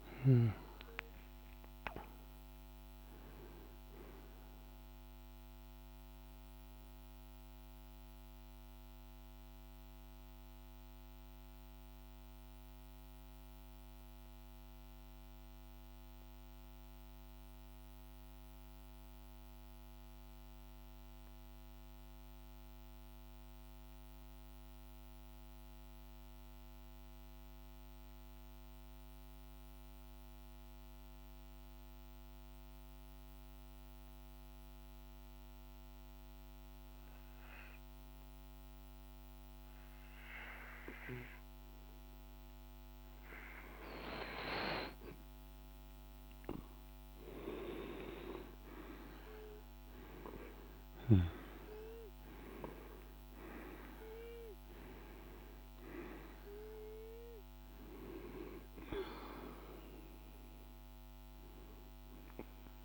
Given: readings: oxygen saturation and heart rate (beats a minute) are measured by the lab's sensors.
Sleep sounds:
breathing in sleep by a microphone on the trachea; 1
0.00-20.00 s: oxygen desaturation (device-marked, oxygen 88% lowest, heart rate 49 extreme)
6.50-40.50 s: mixed apnea (oxygen 97% before, 88% lowest, heart rate 55 before, 49 extreme, up 2 after)
36.00-62.84 s: oxygen desaturation (device-marked, oxygen 100% before, 88% lowest, heart rate 51 before, 46 extreme)
42.50-45.50 s: arousal
From the record:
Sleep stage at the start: N2 (light sleep); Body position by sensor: on the right side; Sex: male

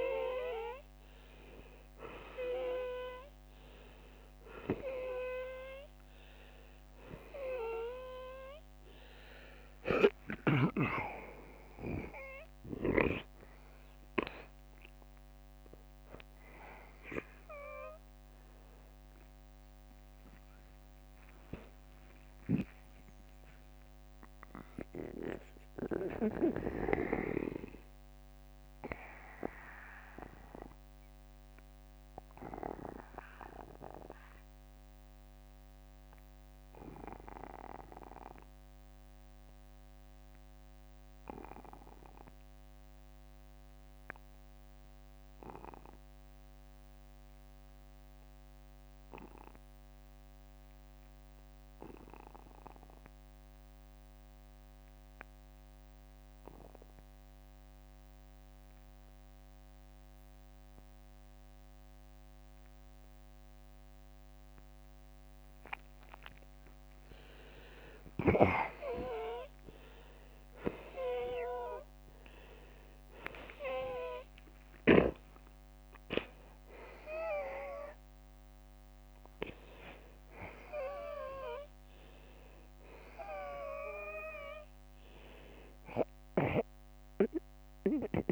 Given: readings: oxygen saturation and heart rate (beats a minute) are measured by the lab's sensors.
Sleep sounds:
a person partly awake in a sleep study, by a microphone on the trachea; 1
0.00-9.50 s: oxygen desaturation (device-marked, oxygen 92% lowest, heart rate 48 extreme)
9.00-11.00 s: long interval between heartbeats (device-marked, heart rate 58 before, 77 extreme)
15.50-41.50 s: oxygen desaturation (device-marked, oxygen 93% before, 84% lowest, heart rate 64 before, 38 extreme)
24.50-88.32 s: new sleep stage, N2 (light sleep)
36.50-66.00 s: obstructive apnea (oxygen 93% before, 79% lowest, heart rate 63 before, 38 extreme, up 30 after)
58.50-88.32 s: oxygen desaturation (device-marked, oxygen 97% before, 79% lowest, heart rate 48 before, 40 extreme)
64.00-66.00 s: long interval between heartbeats (device-marked, heart rate 46 before, 44 extreme)
70.00-72.00 s: long interval between heartbeats (device-marked, heart rate 45 before, 63 extreme)
73.00-78.50 s: arousal
From the record:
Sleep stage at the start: awake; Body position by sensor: on the back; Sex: male

